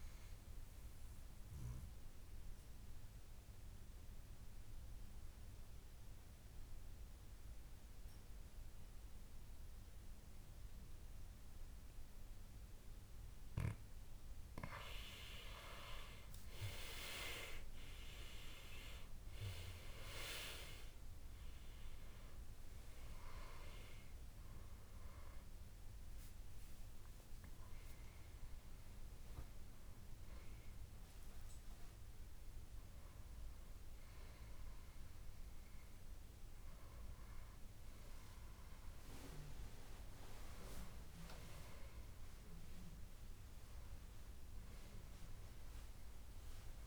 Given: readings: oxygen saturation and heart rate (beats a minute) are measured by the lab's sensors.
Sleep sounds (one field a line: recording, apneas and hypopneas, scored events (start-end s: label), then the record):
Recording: a person awake in a sleep study, by a room microphone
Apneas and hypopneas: 1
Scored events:
1.50-15.50 s: obstructive apnea (oxygen 98% before, 89% lowest, heart rate 75 before, 66 extreme, up 16 after)
16.00-40.00 s: oxygen desaturation (device-marked, oxygen 96% before, 89% lowest, heart rate 71 before, 69 extreme)
17.00-46.87 s: new sleep stage, awake
From the record:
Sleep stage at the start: N2 (light sleep)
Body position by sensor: on the back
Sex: male